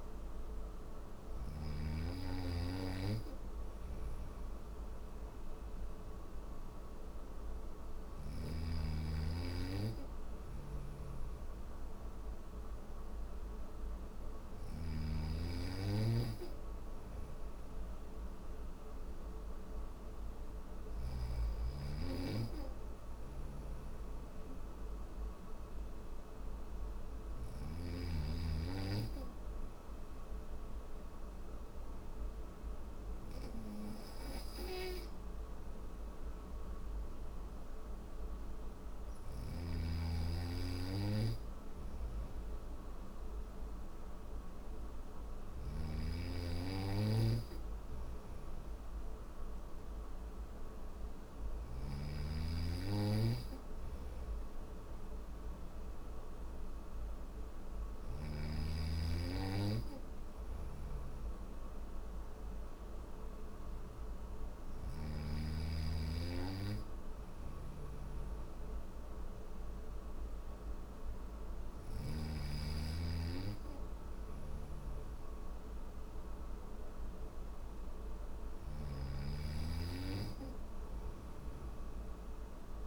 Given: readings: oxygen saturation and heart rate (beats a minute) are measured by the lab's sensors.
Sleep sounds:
breathing in sleep by a room microphone; none
9.50-14.00 s: snoring (device-marked)
44.50-51.00 s: snoring (device-marked)
59.50-71.00 s: snoring (device-marked)
From the record:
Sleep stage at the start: N3 (deep sleep); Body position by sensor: on the back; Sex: male

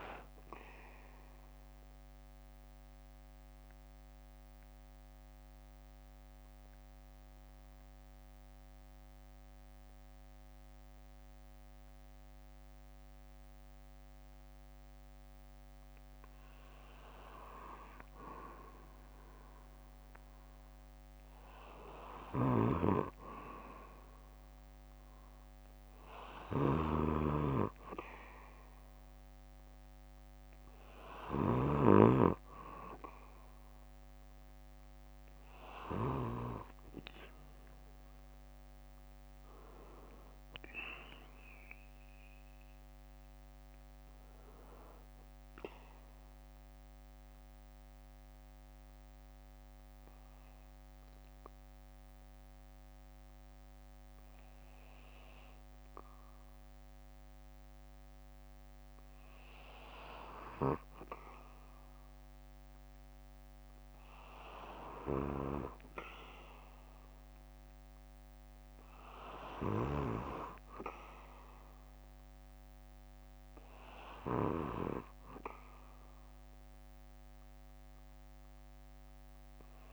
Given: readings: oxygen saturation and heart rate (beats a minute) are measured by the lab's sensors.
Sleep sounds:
breathing in sleep by a microphone on the trachea; 2
0.00-3.00 s: oxygen desaturation (device-marked, oxygen 93% lowest, heart rate 56 extreme)
0.50-16.00 s: central apnea (oxygen 97% before, 93% lowest, heart rate 65 before, 56 extreme, up 10 after)
3.00-11.00 s: bradycardia (device-marked, heart rate 61 before, 56 extreme)
12.00-14.00 s: bradycardia (device-marked, heart rate 61 before, 56 extreme)
17.00-19.00 s: bradycardia (device-marked, heart rate 61 before, 60 extreme)
17.50-20.50 s: arousal
39.50-43.00 s: arousal
46.00-58.50 s: obstructive apnea (oxygen 97% before, 93% lowest, heart rate 64 before, 58 extreme, up 11 after)
48.00-50.00 s: bradycardia (device-marked, heart rate 61 before, 60 extreme)
62.00-65.50 s: arousal
75.00-77.00 s: bradycardia (device-marked, heart rate 61 before, 60 extreme)
78.00-79.93 s: bradycardia (device-marked, heart rate 61 before, 58 extreme)
From the record:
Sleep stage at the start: N2 (light sleep); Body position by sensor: on the back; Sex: male

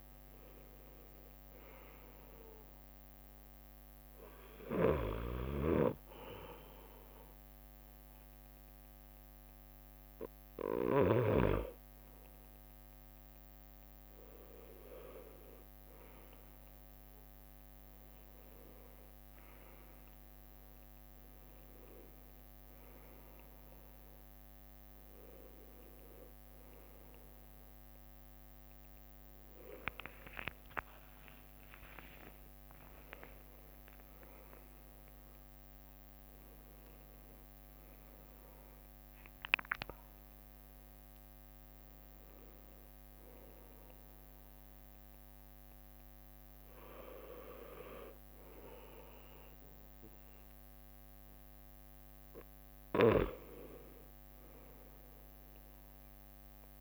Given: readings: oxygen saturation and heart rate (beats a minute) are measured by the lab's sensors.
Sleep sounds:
breathing in sleep by a microphone on the trachea; none
0.00-7.50 s: leg movement (device-marked)
30.00-32.00 s: long interval between heartbeats (device-marked, heart rate 68 before, 78 extreme)
30.50-33.50 s: tachycardia (device-marked, heart rate 66 before, 100 extreme)
30.50-36.00 s: arousal
32.00-34.00 s: long interval between heartbeats (device-marked, heart rate 69 before, 86 extreme)
40.00-49.00 s: leg movement (device-marked)
52.00-56.50 s: leg movement (device-marked)
54.50-56.81 s: new sleep stage, N1 (lightest sleep)
From the record:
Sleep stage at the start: N2 (light sleep); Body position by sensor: on the right side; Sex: male

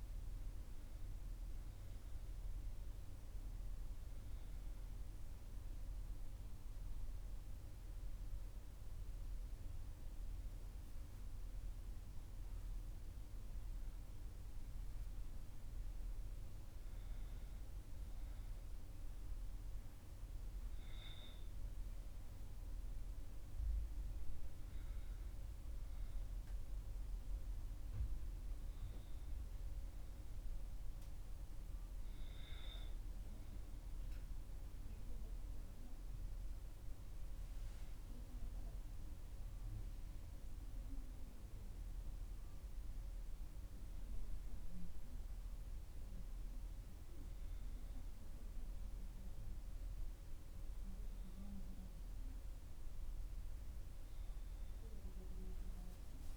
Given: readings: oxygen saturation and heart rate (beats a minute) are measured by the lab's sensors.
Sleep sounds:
a person awake in a sleep study, hard to hear, by a room microphone; none
none scored
From the record:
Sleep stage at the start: awake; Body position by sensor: on the back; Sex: female

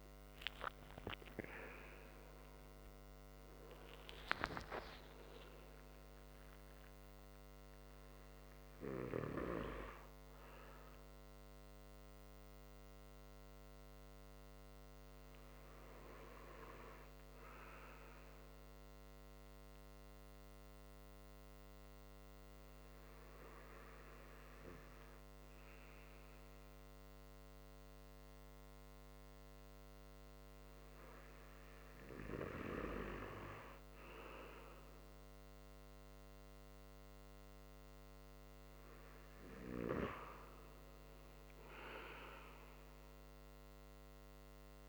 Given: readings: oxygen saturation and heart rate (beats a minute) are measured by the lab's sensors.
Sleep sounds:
breathing in sleep by a microphone on the trachea; 1
0.00-4.00 s: arousal
6.00-16.00 s: oxygen desaturation (device-marked, oxygen 96% before, 93% lowest, heart rate 145 before, 79 extreme)
16.00-40.50 s: hypopnea (oxygen 96% before, 95% lowest, heart rate 123 before, 106 extreme)
41.50-44.88 s: arousal
From the record:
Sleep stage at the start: N2 (light sleep); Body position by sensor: on the right side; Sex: male

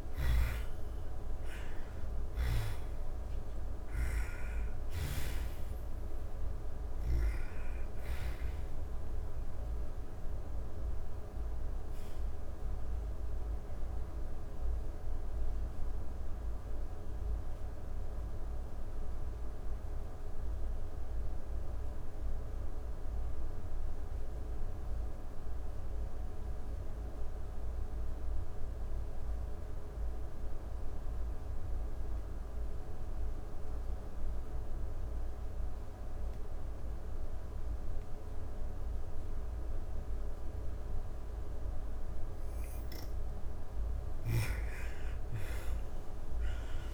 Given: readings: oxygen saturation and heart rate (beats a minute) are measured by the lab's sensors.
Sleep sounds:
breathing in sleep, hard to hear, by a room microphone; 1
0.00-7.00 s: snoring (device-marked)
0.00-24.50 s: oxygen desaturation (device-marked, oxygen 82% lowest)
10.50-42.50 s: obstructive apnea (oxygen 98% before, 82% lowest)
39.50-46.94 s: oxygen desaturation (device-marked, oxygen 99% before, 85% lowest)
43.50-46.94 s: arousal
From the record:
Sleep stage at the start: N2 (light sleep); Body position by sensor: on the back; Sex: female

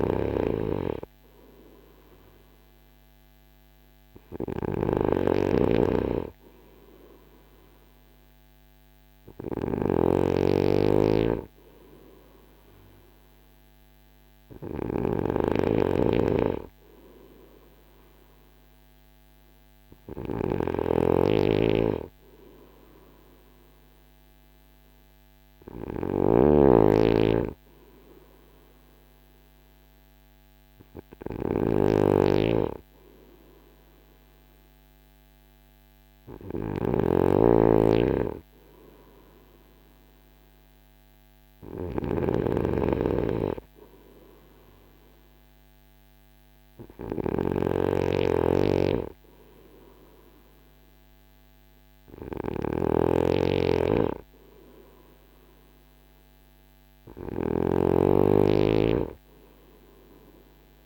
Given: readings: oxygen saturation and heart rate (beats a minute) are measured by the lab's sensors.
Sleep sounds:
breathing in sleep by a microphone on the trachea; none
0.00-60.85 s: snoring (device-marked)
From the record:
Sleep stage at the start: N3 (deep sleep); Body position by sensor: on the front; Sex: male

